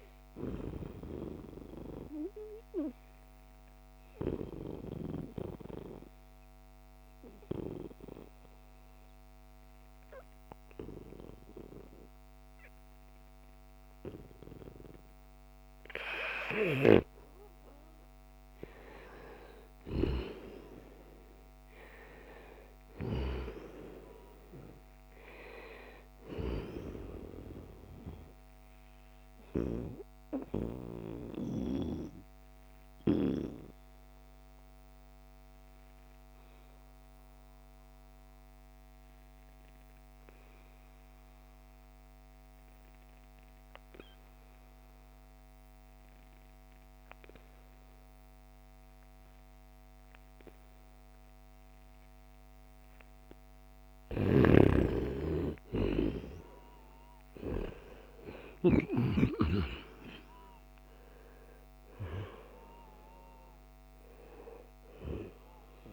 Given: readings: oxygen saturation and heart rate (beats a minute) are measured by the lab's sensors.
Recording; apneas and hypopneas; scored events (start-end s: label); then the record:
breathing in sleep by a microphone on the trachea; 2
0.00-12.50 s: oxygen desaturation (device-marked, oxygen 90% lowest, heart rate 74 extreme)
0.50-17.00 s: obstructive apnea (oxygen 95% before, 87% lowest, heart rate 76 before, 74 extreme, up 5 after)
19.00-23.00 s: arousal
23.50-40.50 s: oxygen desaturation (device-marked, oxygen 95% before, 90% lowest, heart rate 76 before, 72 extreme)
28.50-53.00 s: obstructive apnea (oxygen 95% before, 87% lowest, heart rate 77 before, 72 extreme, up 4 after)
53.50-58.00 s: arousal
55.50-65.93 s: oxygen desaturation (device-marked, oxygen 96% before, 87% lowest, heart rate 75 before, 70 extreme)
From the record:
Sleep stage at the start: N2 (light sleep); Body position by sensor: on the right side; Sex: male